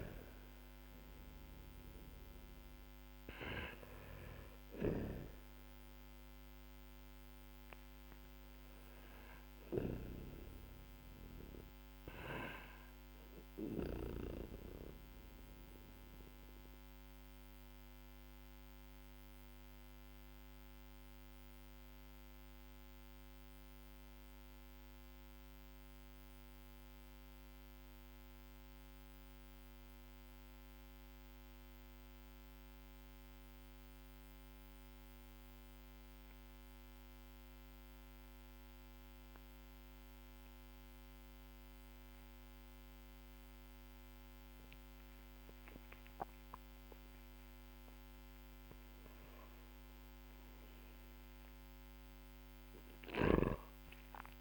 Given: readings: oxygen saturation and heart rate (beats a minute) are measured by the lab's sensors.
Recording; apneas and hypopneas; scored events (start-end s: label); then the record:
breathing in sleep by a microphone on the trachea; 1
0.00-19.50 s: oxygen desaturation (device-marked, oxygen 94% lowest, heart rate 46 extreme)
4.50-13.50 s: snoring (device-marked)
12.00-47.50 s: mixed apnea (oxygen 98% before, 93% lowest, heart rate 47 before, 44 extreme, up 13 after)
50.00-54.41 s: arousal
From the record:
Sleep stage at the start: N2 (light sleep); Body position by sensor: on the back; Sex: male